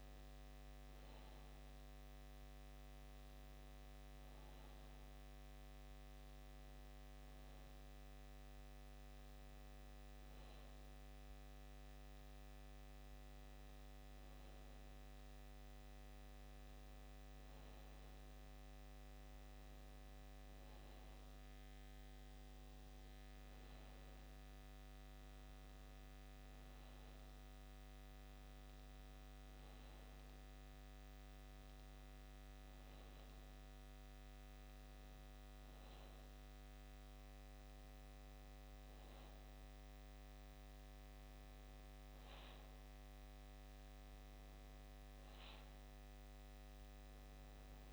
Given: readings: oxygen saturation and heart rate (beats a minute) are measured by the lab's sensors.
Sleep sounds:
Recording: breathing in sleep, hard to hear, by a microphone on the trachea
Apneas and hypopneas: none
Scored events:
none scored
From the record:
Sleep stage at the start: N2 (light sleep)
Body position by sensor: on the back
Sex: male

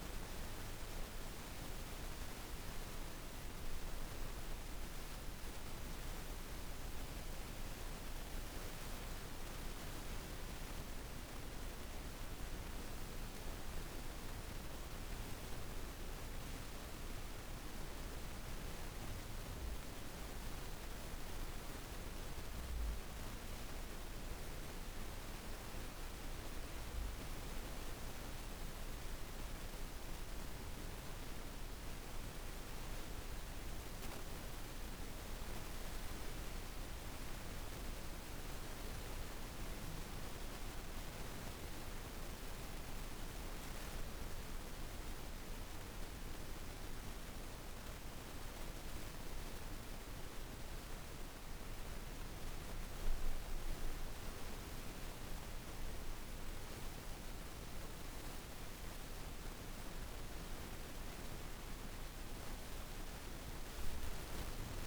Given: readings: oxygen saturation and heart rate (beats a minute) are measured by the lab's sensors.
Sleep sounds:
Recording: breathing in sleep, hard to hear, by a room microphone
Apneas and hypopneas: none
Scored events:
0.00-1.00 s: oxygen desaturation (device-marked, oxygen 89% lowest, heart rate 52 extreme)
38.00-48.00 s: oxygen desaturation (device-marked, oxygen 97% before, 94% lowest, heart rate 54 before, 50 extreme)
53.00-63.00 s: oxygen desaturation (device-marked, oxygen 95% before, 92% lowest, heart rate 62 before, 50 extreme)
From the record:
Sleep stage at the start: N2 (light sleep)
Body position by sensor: on the back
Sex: female

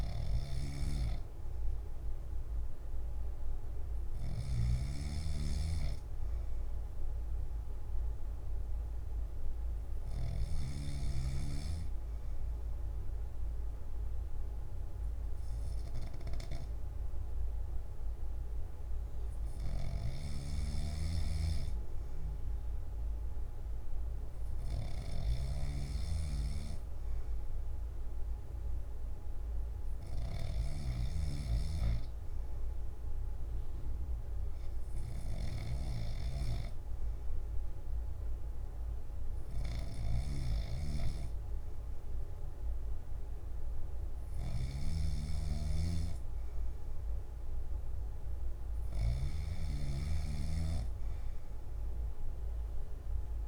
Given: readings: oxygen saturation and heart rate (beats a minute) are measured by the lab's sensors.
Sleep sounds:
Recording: breathing in sleep by a room microphone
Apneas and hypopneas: 1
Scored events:
11.00-21.00 s: obstructive apnea (oxygen 95% before, 89% lowest, heart rate 66 before, 59 extreme, up 0 after)
20.50-31.00 s: snoring (device-marked)
26.00-51.00 s: oxygen desaturation (device-marked, oxygen 94% before, 89% lowest, heart rate 64 before, 59 extreme)
40.00-53.48 s: snoring (device-marked)
From the record:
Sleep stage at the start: N3 (deep sleep)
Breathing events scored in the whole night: 235 in 4.8 hours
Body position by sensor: on the back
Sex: male

